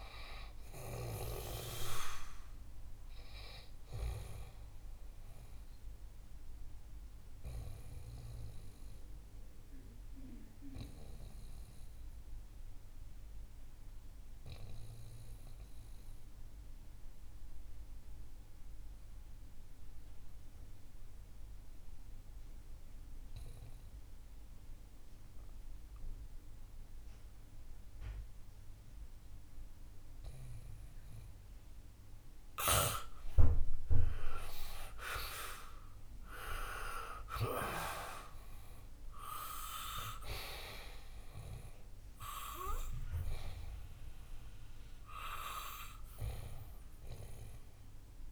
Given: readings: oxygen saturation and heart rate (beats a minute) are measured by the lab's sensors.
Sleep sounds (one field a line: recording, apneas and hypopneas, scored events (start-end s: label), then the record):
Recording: breathing in sleep by a room microphone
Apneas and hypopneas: 1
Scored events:
0.00-15.50 s: oxygen desaturation (device-marked, oxygen 92% lowest, heart rate 62 extreme)
5.50-32.50 s: obstructive apnea (oxygen 98% before, 87% lowest, heart rate 69 before, 61 extreme, up 7 after)
22.50-27.50 s: oxygen desaturation (device-marked, oxygen 93% before, 89% lowest, heart rate 65 before, 63 extreme)
29.50-48.31 s: oxygen desaturation (device-marked, oxygen 99% before, 87% lowest, heart rate 65 before, 53 extreme)
34.00-38.00 s: arousal
From the record:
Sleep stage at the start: N2 (light sleep)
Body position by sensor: on the back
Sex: male